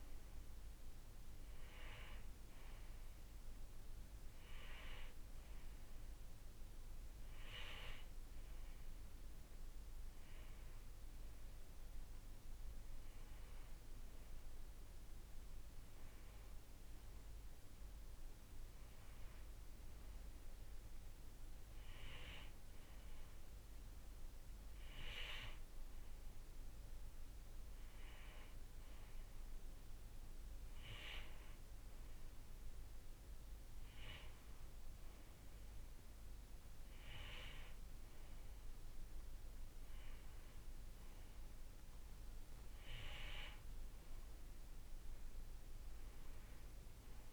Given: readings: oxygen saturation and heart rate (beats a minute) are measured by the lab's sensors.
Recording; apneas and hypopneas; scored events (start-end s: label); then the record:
breathing in sleep by a room microphone; none
0.00-12.00 s: oxygen desaturation (device-marked, oxygen 93% lowest, heart rate 62 extreme)
From the record:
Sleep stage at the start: N2 (light sleep); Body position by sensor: on the right side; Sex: male